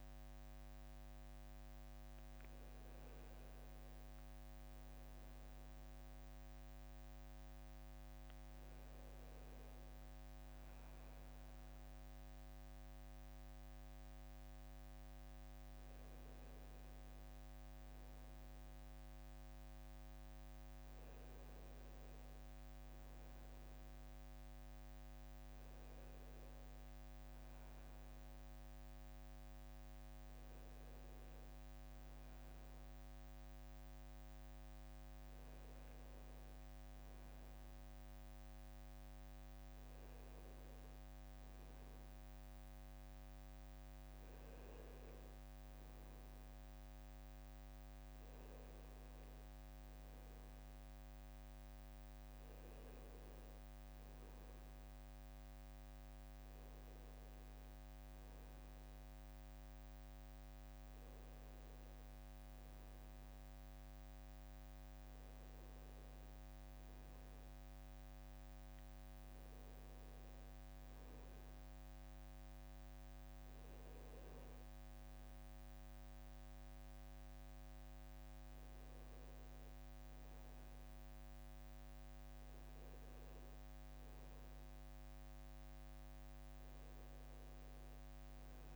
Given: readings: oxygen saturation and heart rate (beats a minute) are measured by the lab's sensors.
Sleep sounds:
a person awake in a sleep study, hard to hear, by a microphone on the trachea; none
none scored
From the record:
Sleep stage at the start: awake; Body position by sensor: on the right side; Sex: male

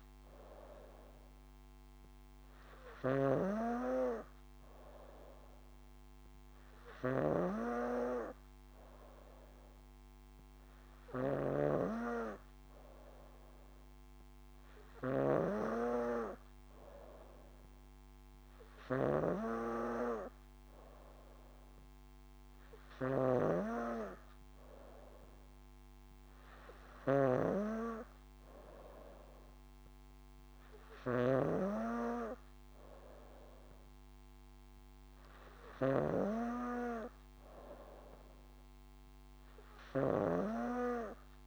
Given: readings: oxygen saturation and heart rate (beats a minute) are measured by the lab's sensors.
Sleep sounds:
breathing in sleep by a microphone on the trachea; none
11.50-23.50 s: snoring (device-marked)
31.50-41.47 s: snoring (device-marked)
From the record:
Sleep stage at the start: N3 (deep sleep); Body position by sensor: on the back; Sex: female

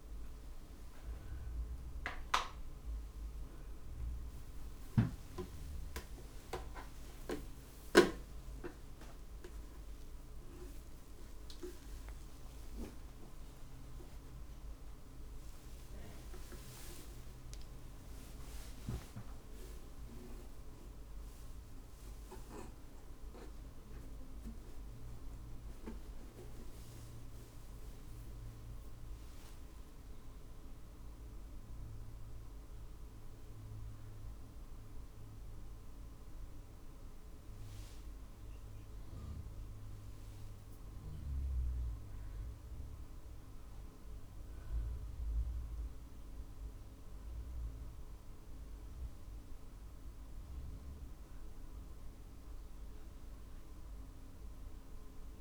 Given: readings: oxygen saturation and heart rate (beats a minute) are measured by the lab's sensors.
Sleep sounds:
a person awake in a sleep study, by a room microphone; none
2.00-4.00 s: long interval between heartbeats (device-marked, heart rate 77 before, 75 extreme)
5.50-15.50 s: drop in pulse transit time (device-marked, heart rate 72 before, 58 extreme)
16.50-18.50 s: long interval between heartbeats (device-marked, heart rate 64 before, 86 extreme)
17.50-32.50 s: drop in pulse transit time (device-marked, heart rate 66 before, 60 extreme)
20.50-25.50 s: tachycardia (device-marked, heart rate 54 before, 107 extreme)
22.00-24.00 s: long interval between heartbeats (device-marked, heart rate 72 before, 98 extreme)
25.50-27.50 s: long interval between heartbeats (device-marked, heart rate 77 before, 118 extreme)
From the record:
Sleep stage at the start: awake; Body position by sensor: on the right side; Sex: male

